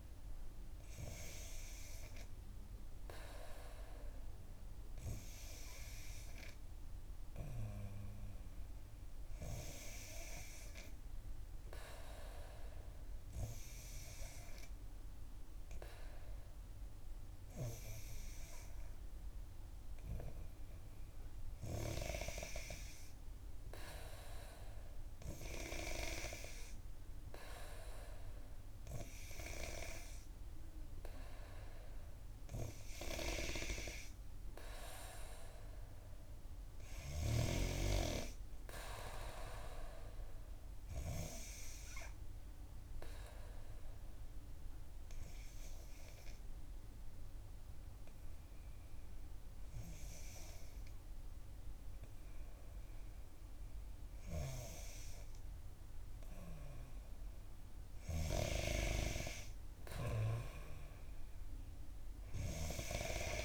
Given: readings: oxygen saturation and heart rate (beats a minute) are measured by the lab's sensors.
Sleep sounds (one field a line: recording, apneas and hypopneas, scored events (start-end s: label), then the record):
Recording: breathing in sleep by a room microphone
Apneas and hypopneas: 2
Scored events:
10.50-22.00 s: obstructive apnea (oxygen 93% before, 89% lowest, heart rate 62 before, 62 extreme, up 6 after)
24.00-27.00 s: arousal
41.50-54.00 s: obstructive apnea (oxygen 91% before, 88% lowest, heart rate 65 before, 60 extreme, up 5 after)
57.50-60.50 s: arousal
From the record:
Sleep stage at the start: N3 (deep sleep)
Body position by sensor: on the back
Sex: female